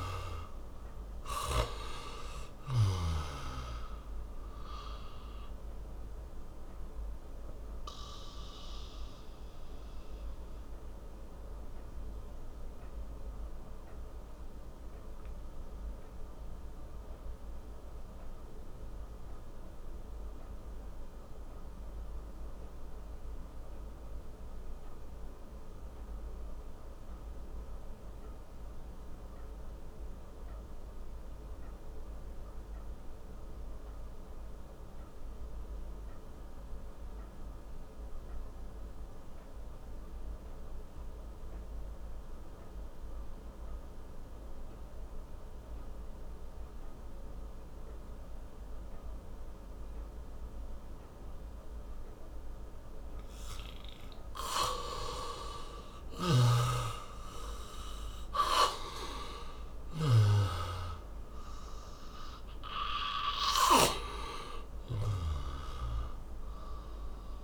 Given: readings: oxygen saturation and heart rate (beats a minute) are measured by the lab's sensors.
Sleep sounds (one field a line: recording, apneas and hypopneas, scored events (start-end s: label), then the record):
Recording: breathing in sleep by a room microphone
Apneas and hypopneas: 1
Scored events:
0.00-10.50 s: oxygen desaturation (device-marked, oxygen 78% lowest)
7.00-54.00 s: obstructive apnea (oxygen 93% before, 71% lowest)
15.50-28.50 s: oxygen desaturation (device-marked, oxygen 80% before, 71% lowest)
39.50-67.44 s: oxygen desaturation (device-marked, oxygen 99% before, 75% lowest)
56.00-60.50 s: arousal
From the record:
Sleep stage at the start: REM sleep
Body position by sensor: on the back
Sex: male